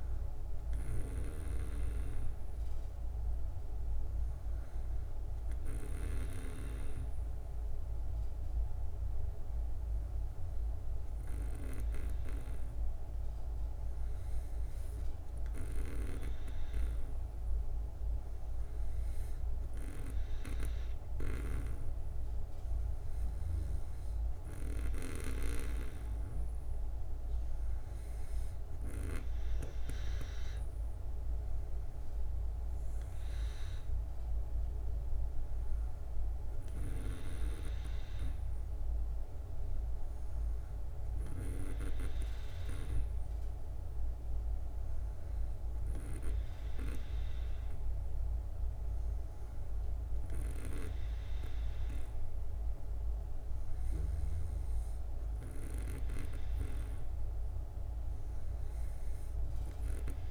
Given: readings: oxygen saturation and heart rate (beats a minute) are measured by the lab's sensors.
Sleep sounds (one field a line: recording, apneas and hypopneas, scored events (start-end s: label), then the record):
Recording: breathing in sleep by a room microphone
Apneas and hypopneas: none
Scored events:
none scored
From the record:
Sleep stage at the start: N2 (light sleep)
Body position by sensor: on the back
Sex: female